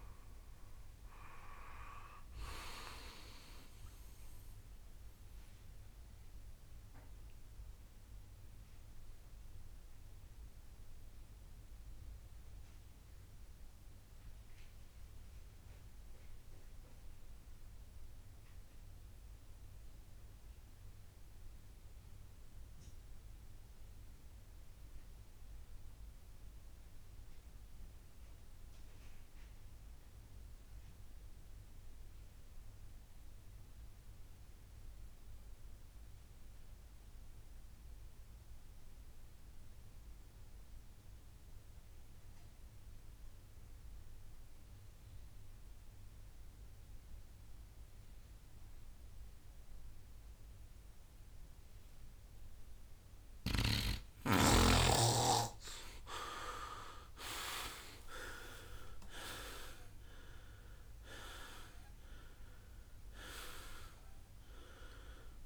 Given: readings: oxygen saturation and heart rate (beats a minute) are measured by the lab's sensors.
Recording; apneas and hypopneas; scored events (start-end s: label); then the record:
breathing in sleep by a room microphone; 1
0.00-19.00 s: oxygen desaturation (device-marked, oxygen 86% lowest, heart rate 62 extreme)
5.50-53.50 s: mixed apnea (oxygen 95% before, 83% lowest, heart rate 76 before, 62 extreme, up 18 after)
34.00-65.46 s: oxygen desaturation (device-marked, oxygen 98% before, 83% lowest, heart rate 65 before, 60 extreme)
56.00-59.50 s: arousal
From the record:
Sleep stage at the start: N2 (light sleep); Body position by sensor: on the right side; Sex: male